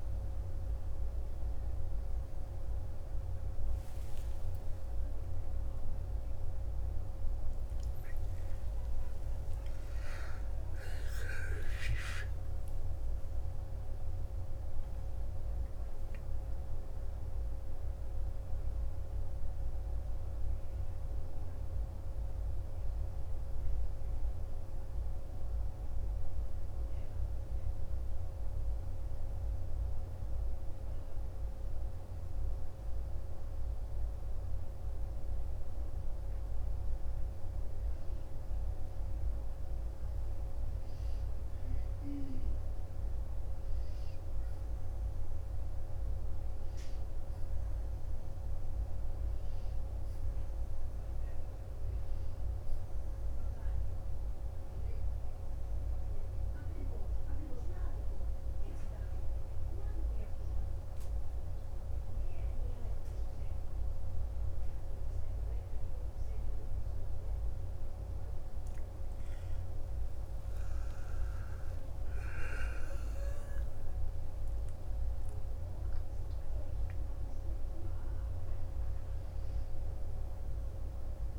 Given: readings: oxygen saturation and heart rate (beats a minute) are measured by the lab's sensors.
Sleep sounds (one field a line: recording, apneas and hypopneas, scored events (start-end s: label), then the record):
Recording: breathing in sleep, hard to hear, by a room microphone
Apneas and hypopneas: 1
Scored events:
0.00-16.00 s: oxygen desaturation (device-marked, oxygen 92% lowest, heart rate 42 extreme)
14.50-33.50 s: obstructive apnea (oxygen 96% before, 92% lowest, heart rate 58 before, 42 extreme, up 6 after)
35.00-38.50 s: arousal
48.00-69.00 s: oxygen desaturation (device-marked, oxygen 97% before, 92% lowest, heart rate 47 before, 43 extreme)
70.50-75.50 s: arousal
From the record:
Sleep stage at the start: N2 (light sleep)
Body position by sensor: on the back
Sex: male